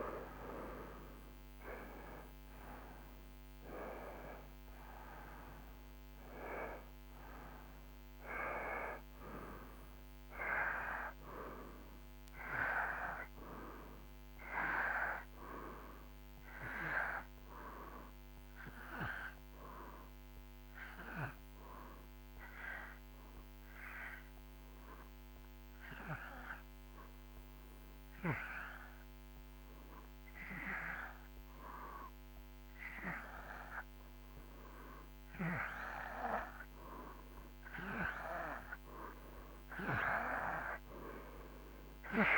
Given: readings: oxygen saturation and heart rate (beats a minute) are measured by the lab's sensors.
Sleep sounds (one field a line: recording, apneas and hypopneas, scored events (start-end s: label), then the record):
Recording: breathing in sleep by a microphone on the trachea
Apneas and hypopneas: 1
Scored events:
0.00-7.00 s: oxygen desaturation (device-marked, oxygen 88% lowest)
15.50-37.00 s: hypopnea (oxygen 91% before, 88% lowest)
39.50-42.37 s: arousal
From the record:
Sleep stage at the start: N2 (light sleep)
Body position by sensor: on the right side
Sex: male